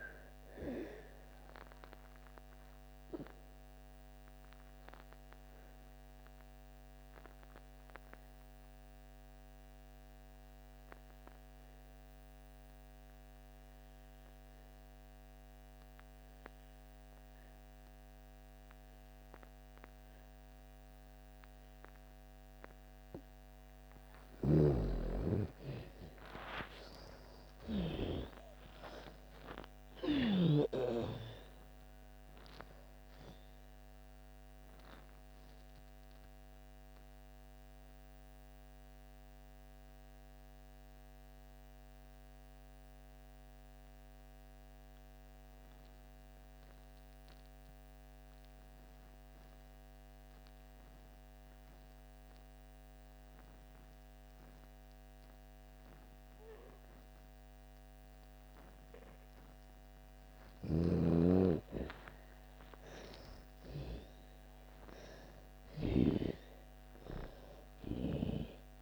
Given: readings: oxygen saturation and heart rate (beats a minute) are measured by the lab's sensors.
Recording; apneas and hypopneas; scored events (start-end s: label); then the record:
breathing in sleep by a microphone on the trachea; 2
2.50-22.00 s: obstructive apnea (oxygen 99% before, 80% lowest)
7.00-16.00 s: oxygen desaturation (device-marked, oxygen 98% before, 91% lowest)
18.00-53.00 s: oxygen desaturation (device-marked, oxygen 97% before, 80% lowest)
24.00-30.00 s: snoring (device-marked)
24.50-28.50 s: arousal
35.50-59.50 s: mixed apnea (oxygen 97% before, 80% lowest)
61.00-64.00 s: arousal
62.00-68.82 s: oxygen desaturation (device-marked, oxygen 98% before, 84% lowest)
From the record:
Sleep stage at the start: N2 (light sleep); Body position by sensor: on the back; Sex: female